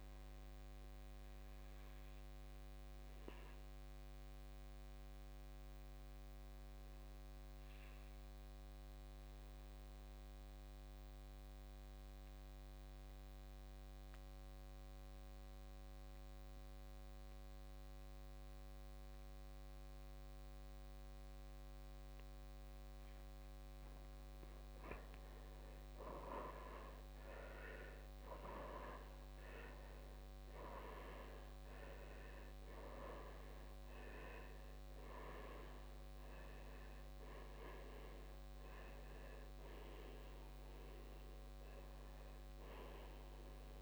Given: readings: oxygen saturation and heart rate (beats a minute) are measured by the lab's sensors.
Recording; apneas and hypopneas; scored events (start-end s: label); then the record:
breathing in sleep by a microphone on the trachea; 1
0.00-1.00 s: oxygen desaturation (device-marked, oxygen 81% lowest, heart rate 56 extreme)
1.50-24.50 s: obstructive apnea (oxygen 94% before, 80% lowest, heart rate 63 before, 56 extreme, up 12 after)
13.00-43.82 s: oxygen desaturation (device-marked, oxygen 98% before, 80% lowest, heart rate 58 before, 45 extreme)
26.00-29.00 s: arousal
From the record:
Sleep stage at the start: N2 (light sleep); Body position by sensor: on the back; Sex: male